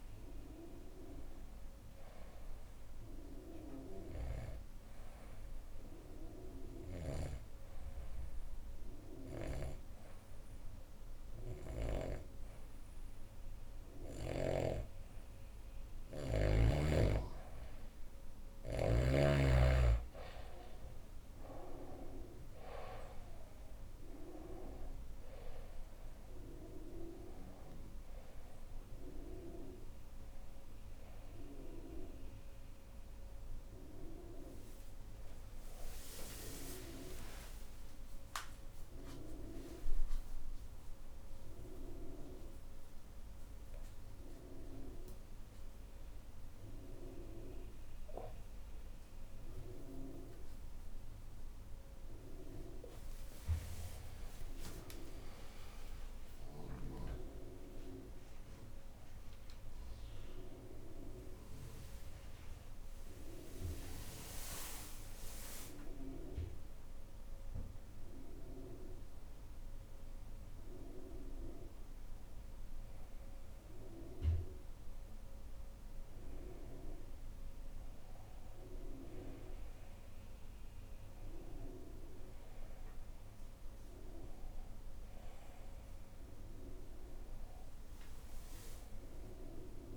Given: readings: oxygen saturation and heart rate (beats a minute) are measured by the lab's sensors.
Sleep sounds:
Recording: a person awake in a sleep study, by a room microphone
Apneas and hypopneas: 1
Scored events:
4.00-17.00 s: hypopnea (oxygen 96% before, 92% lowest, heart rate 67 before, 66 extreme, up 4 after)
8.50-14.00 s: snoring (device-marked)
16.00-36.00 s: oxygen desaturation (device-marked, oxygen 96% before, 92% lowest, heart rate 68 before, 66 extreme)
22.00-89.97 s: new sleep stage, awake
From the record:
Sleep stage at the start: N1 (lightest sleep)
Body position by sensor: on the back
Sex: female

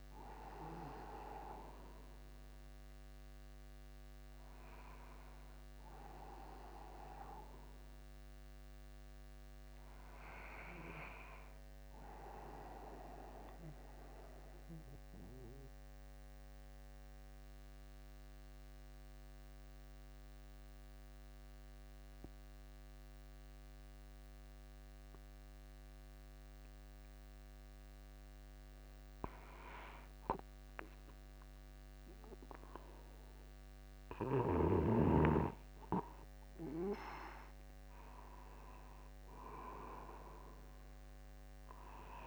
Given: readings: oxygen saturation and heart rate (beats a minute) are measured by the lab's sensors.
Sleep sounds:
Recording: breathing in sleep by a microphone on the trachea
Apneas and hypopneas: 1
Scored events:
6.00-9.00 s: arousal
14.00-30.00 s: central apnea (oxygen 97% before, 95% lowest, heart rate 52 before, 50 extreme, up 1 after)
32.50-36.00 s: arousal
From the record:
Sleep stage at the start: N2 (light sleep)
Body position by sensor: upright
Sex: male

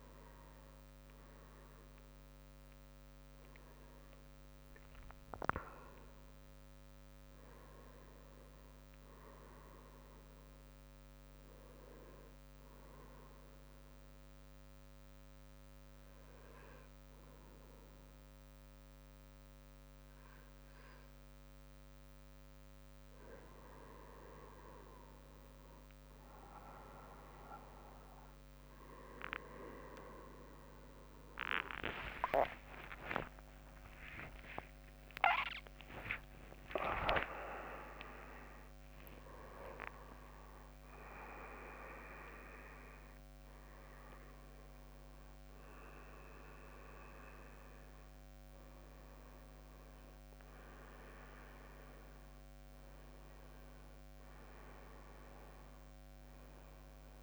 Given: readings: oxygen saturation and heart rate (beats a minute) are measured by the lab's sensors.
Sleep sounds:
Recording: breathing in sleep by a microphone on the trachea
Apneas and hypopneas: 1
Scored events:
13.00-24.00 s: obstructive apnea (oxygen 98% before, 95% lowest, heart rate 68 before, 62 extreme, up 13 after)
24.00-28.00 s: leg movement (device-marked)
30.50-42.50 s: tachycardia (device-marked, heart rate 64 before, 125 extreme)
31.50-38.00 s: arousal
31.50-45.50 s: drop in pulse transit time (device-marked, heart rate 67 before, 71 extreme)
32.50-40.00 s: leg movement (device-marked)
33.00-35.00 s: long interval between heartbeats (device-marked, heart rate 67 before, 90 extreme)
36.50-38.50 s: long interval between heartbeats (device-marked, heart rate 75 before, 119 extreme)
39.50-41.50 s: long interval between heartbeats (device-marked, heart rate 83 before, 116 extreme)
From the record:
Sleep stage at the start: N1 (lightest sleep)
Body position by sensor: on the right side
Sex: male

